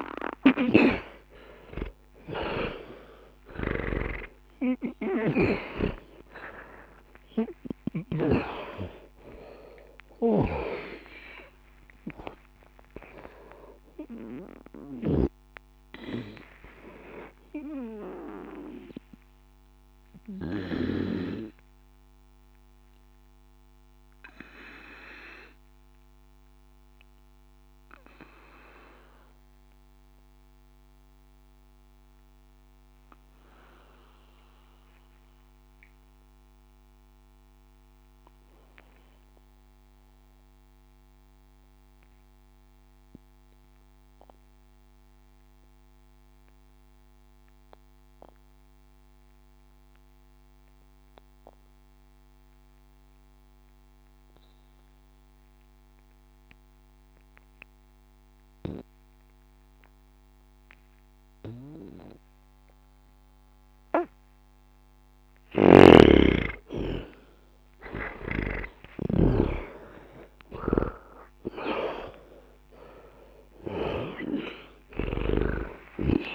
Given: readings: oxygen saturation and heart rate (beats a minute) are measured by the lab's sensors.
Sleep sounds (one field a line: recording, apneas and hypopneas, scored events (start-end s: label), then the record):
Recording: breathing in sleep by a microphone on the trachea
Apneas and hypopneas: 1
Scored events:
0.00-2.00 s: arousal
0.00-47.00 s: oxygen desaturation (device-marked, oxygen 79% lowest, heart rate 60 extreme)
10.00-15.00 s: snoring (device-marked)
19.50-65.50 s: obstructive apnea (oxygen 96% before, 78% lowest, heart rate 174 before, 60 extreme, up 10 after)
64.00-76.35 s: oxygen desaturation (device-marked, oxygen 98% before, 78% lowest, heart rate 61 before, 60 extreme)
65.50-69.50 s: snoring (device-marked)
69.00-75.00 s: arousal
From the record:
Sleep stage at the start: N2 (light sleep)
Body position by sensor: on the back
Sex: male